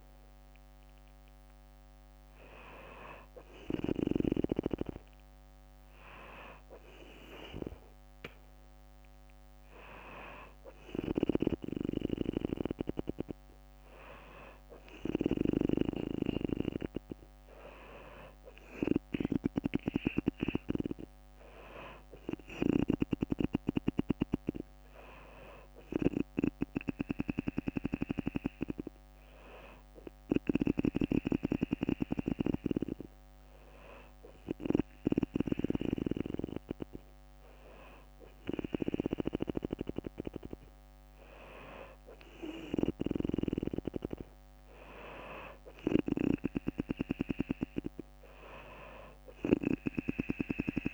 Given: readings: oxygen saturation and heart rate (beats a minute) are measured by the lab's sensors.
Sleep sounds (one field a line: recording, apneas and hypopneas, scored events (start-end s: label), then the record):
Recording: breathing in sleep by a microphone on the trachea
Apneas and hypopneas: none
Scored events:
none scored
From the record:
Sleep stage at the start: N2 (light sleep)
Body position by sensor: on the back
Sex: female